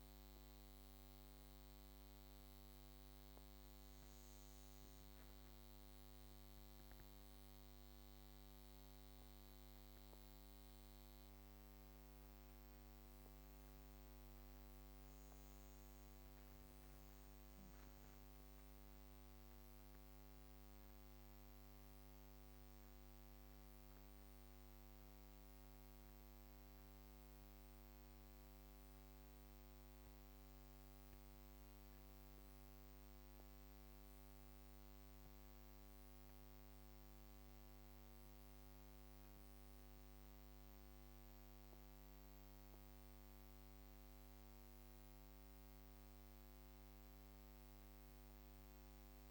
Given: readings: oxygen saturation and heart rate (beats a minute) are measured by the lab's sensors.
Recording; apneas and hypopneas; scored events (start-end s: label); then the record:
breathing in sleep, hard to hear, by a microphone on the trachea; none
none scored
From the record:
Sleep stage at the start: N2 (light sleep); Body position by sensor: on the back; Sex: female